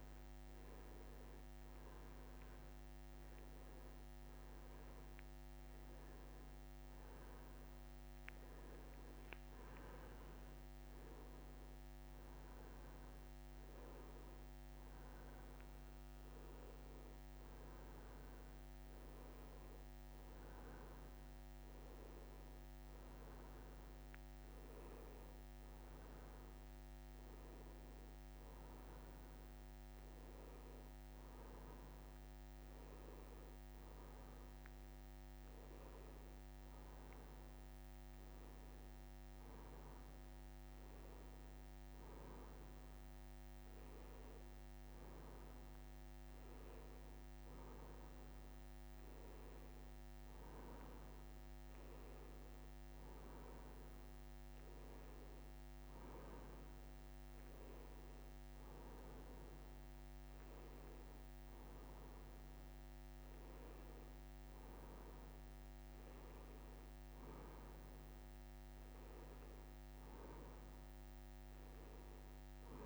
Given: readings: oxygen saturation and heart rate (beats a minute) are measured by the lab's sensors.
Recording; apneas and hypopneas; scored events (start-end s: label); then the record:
a person partly awake in a sleep study, hard to hear, by a microphone on the trachea; none
11.00-71.00 s: new sleep stage, N1 (lightest sleep)
71.00-72.85 s: arousal
71.00-72.85 s: new sleep stage, N2 (light sleep)
From the record:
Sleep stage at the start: awake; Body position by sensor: on the right side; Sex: male